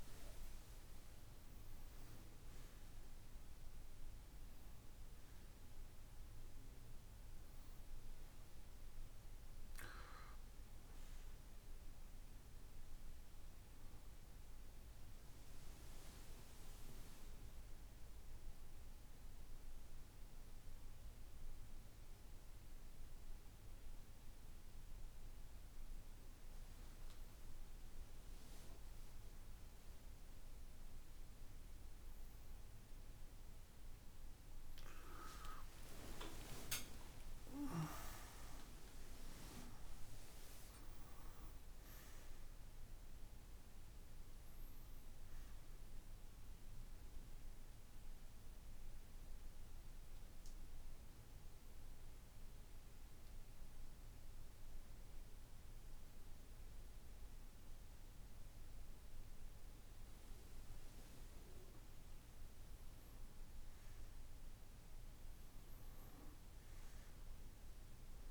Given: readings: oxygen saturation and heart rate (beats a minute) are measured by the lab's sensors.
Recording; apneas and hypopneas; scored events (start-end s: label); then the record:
breathing in sleep by a room microphone; 1
34.50-39.00 s: arousal
45.00-58.50 s: obstructive apnea (oxygen 97% before, 95% lowest, heart rate 78 before, 59 extreme, up 16 after)
61.50-65.50 s: arousal
From the record:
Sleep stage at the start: N1 (lightest sleep); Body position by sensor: on the right side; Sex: male